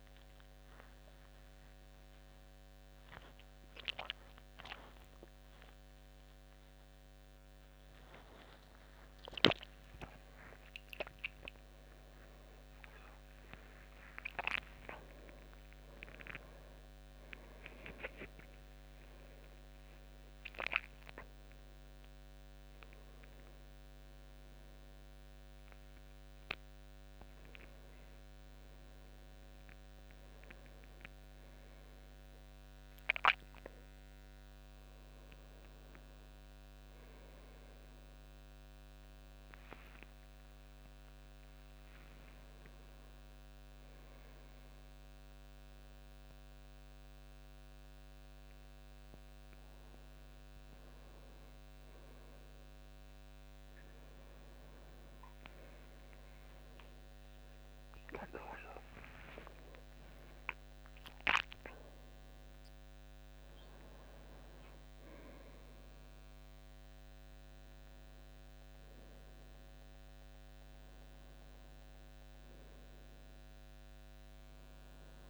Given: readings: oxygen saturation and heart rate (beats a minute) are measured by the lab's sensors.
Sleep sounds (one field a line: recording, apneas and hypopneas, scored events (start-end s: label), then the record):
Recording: a person awake in a sleep study, by a microphone on the trachea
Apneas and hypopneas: none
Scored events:
none scored
From the record:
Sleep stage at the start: awake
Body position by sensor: on the right side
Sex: male